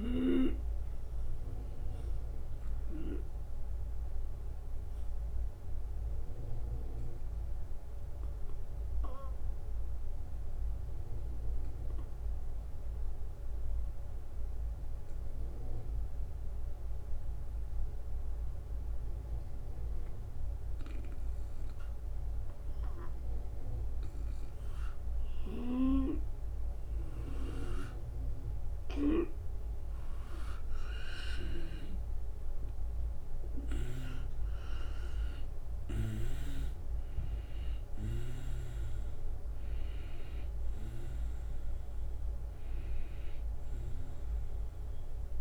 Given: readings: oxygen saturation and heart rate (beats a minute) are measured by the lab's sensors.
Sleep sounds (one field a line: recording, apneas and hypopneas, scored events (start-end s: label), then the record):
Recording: breathing in sleep by a room microphone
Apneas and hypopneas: 1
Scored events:
1.00-30.50 s: obstructive apnea (oxygen 97% before, 91% lowest, heart rate 80 before, 75 extreme, up 5 after)
25.00-29.00 s: snoring (device-marked)
28.50-42.50 s: oxygen desaturation (device-marked, oxygen 96% before, 92% lowest, heart rate 79 before, 75 extreme)
32.50-37.50 s: arousal
32.50-45.41 s: drop in pulse transit time (device-marked, heart rate 80 before, 80 extreme)
From the record:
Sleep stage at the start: N2 (light sleep)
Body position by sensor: on the right side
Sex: male